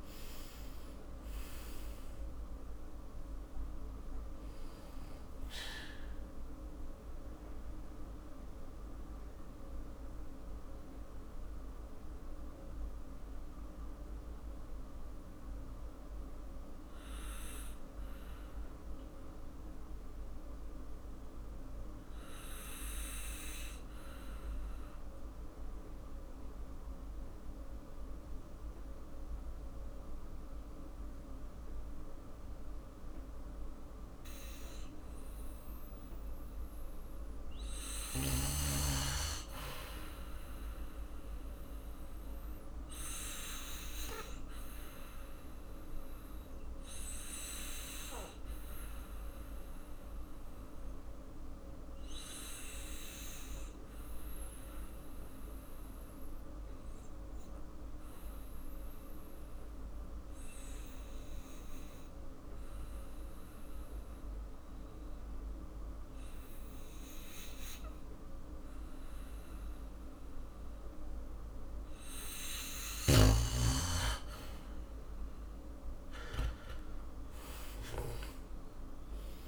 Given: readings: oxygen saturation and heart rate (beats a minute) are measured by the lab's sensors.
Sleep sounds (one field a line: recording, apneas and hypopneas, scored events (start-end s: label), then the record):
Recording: breathing in sleep by a room microphone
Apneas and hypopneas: 2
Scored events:
0.00-1.00 s: arousal
0.00-30.00 s: oxygen desaturation (device-marked, oxygen 85% lowest, heart rate 48 extreme)
7.00-36.50 s: mixed apnea (oxygen 99% before, 85% lowest, heart rate 59 before, 48 extreme, up 1 after)
39.00-42.50 s: arousal
45.00-72.50 s: obstructive apnea (oxygen 99% before, 90% lowest, heart rate 56 before, 50 extreme, up 12 after)
59.00-74.00 s: oxygen desaturation (device-marked, oxygen 98% before, 92% lowest, heart rate 54 before, 52 extreme)
75.00-79.48 s: arousal
From the record:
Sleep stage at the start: N2 (light sleep)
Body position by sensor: on the back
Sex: male